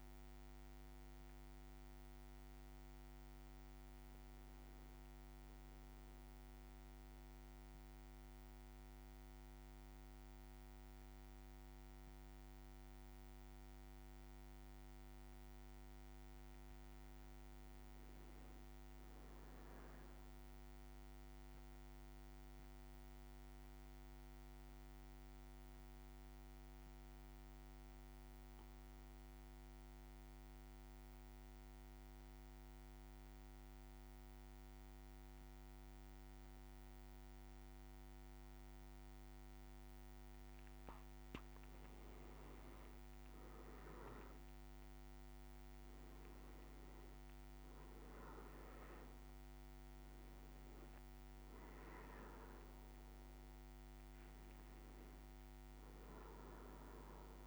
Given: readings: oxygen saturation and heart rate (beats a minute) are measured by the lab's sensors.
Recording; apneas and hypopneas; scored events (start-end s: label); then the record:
breathing in sleep, hard to hear, by a microphone on the trachea; 1
0.00-9.00 s: oxygen desaturation (device-marked, oxygen 93% lowest, heart rate 54 extreme)
14.50-18.00 s: arousal
22.00-40.50 s: mixed apnea (oxygen 100% before, 93% lowest, heart rate 56 before, 56 extreme, up 4 after)
42.50-46.50 s: arousal
43.00-57.47 s: oxygen desaturation (device-marked, oxygen 98% before, 93% lowest, heart rate 56 before, 53 extreme)
53.00-57.47 s: new sleep stage, REM sleep
From the record:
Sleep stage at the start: N2 (light sleep); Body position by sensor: on the back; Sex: male